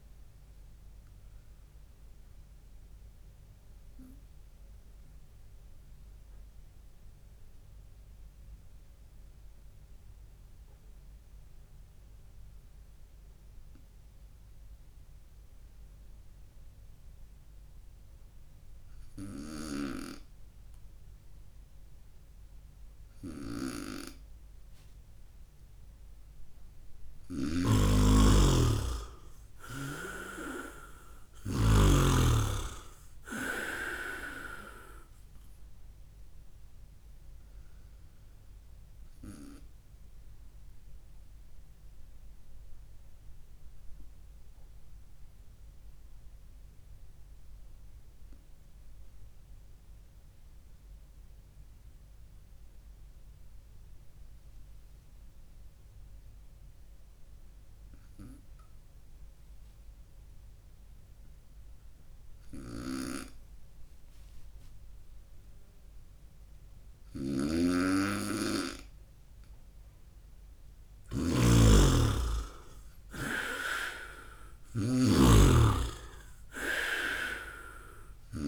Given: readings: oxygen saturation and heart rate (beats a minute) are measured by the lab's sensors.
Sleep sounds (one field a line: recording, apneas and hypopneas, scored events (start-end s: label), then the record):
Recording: breathing in sleep by a room microphone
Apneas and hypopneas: 2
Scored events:
0.50-24.00 s: obstructive apnea (oxygen 99% before, 95% lowest, heart rate 63 before, 57 extreme, up 6 after)
19.50-27.50 s: snoring (device-marked)
26.50-31.00 s: arousal
39.00-63.50 s: obstructive apnea (oxygen 99% before, 95% lowest, heart rate 64 before, 55 extreme, up 3 after)
62.50-78.47 s: snoring (device-marked)
66.50-70.00 s: arousal
From the record:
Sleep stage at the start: N2 (light sleep)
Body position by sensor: on the right side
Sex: male